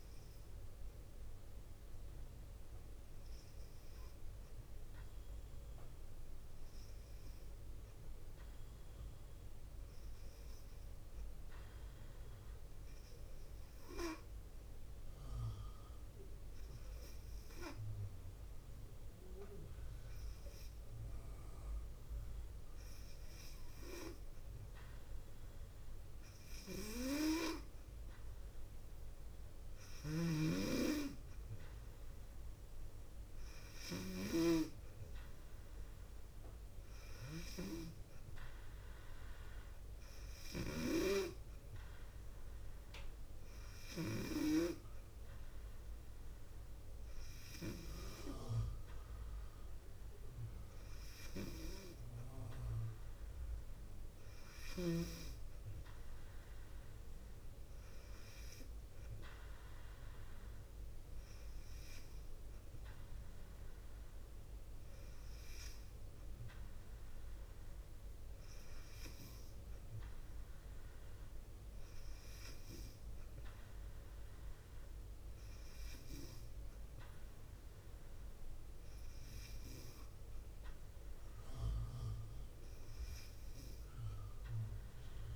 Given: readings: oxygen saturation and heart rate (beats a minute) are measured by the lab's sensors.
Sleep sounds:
breathing in sleep by a room microphone; none
7.50-36.50 s: oxygen desaturation (device-marked, oxygen 100% before, 94% lowest, heart rate 51 before, 48 extreme)
29.50-34.00 s: snoring (device-marked)
From the record:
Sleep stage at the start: N2 (light sleep); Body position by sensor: on the left side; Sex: female

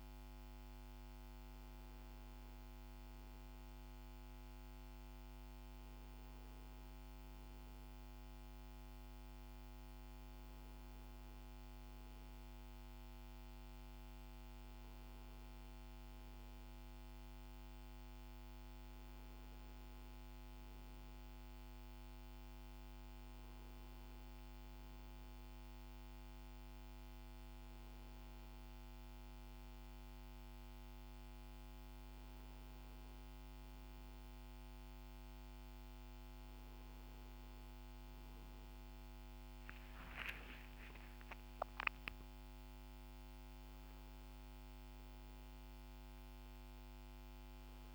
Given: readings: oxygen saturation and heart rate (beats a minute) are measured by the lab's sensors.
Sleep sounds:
breathing in sleep, hard to hear, by a microphone on the trachea; none
37.00-40.00 s: arousal
From the record:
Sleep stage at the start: N1 (lightest sleep); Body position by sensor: on the back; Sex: male

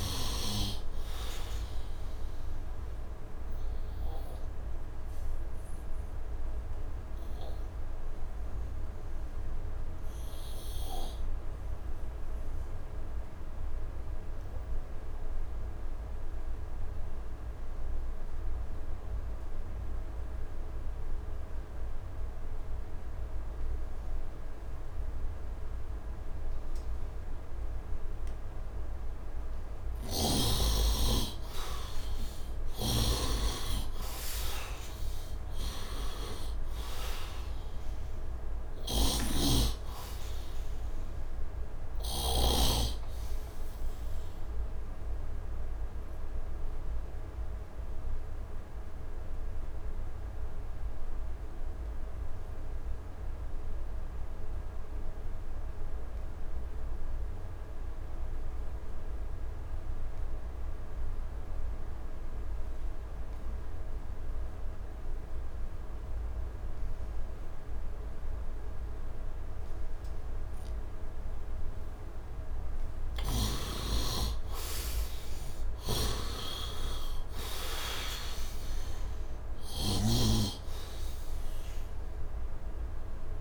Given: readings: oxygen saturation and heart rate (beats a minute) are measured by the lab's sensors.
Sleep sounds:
breathing in sleep by a room microphone; 2
0.00-20.00 s: oxygen desaturation (device-marked, oxygen 68% lowest, heart rate 68 extreme)
2.00-29.50 s: obstructive apnea (oxygen 100% before, 68% lowest, heart rate 80 before, 68 extreme, up 11 after)
29.00-54.00 s: oxygen desaturation (device-marked, oxygen 100% before, 72% lowest, heart rate 76 before, 74 extreme)
31.00-36.00 s: arousal
32.50-42.50 s: snoring (device-marked)
42.50-72.00 s: obstructive apnea (oxygen 100% before, 69% lowest, heart rate 81 before, 66 extreme, up 9 after)
61.00-83.41 s: oxygen desaturation (device-marked, oxygen 100% before, 71% lowest, heart rate 76 before, 66 extreme)
74.00-77.50 s: arousal
75.50-80.00 s: snoring (device-marked)
From the record:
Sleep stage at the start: N2 (light sleep); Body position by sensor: on the right side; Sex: male

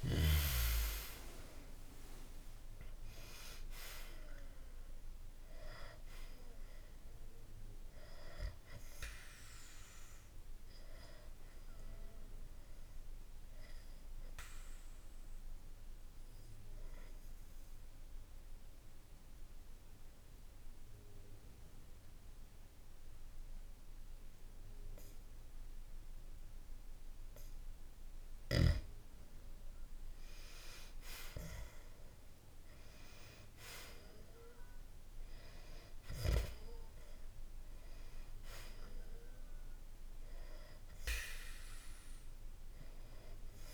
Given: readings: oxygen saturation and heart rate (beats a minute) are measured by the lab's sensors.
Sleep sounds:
breathing in sleep by a room microphone; 1
0.00-4.00 s: arousal
2.00-19.00 s: oxygen desaturation (device-marked, oxygen 96% before, 92% lowest, heart rate 61 before, 59 extreme)
13.00-28.00 s: obstructive apnea (oxygen 97% before, 91% lowest, heart rate 62 before, 59 extreme, up 0 after)
30.00-34.00 s: arousal
From the record:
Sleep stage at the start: N2 (light sleep); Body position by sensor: on the back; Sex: male

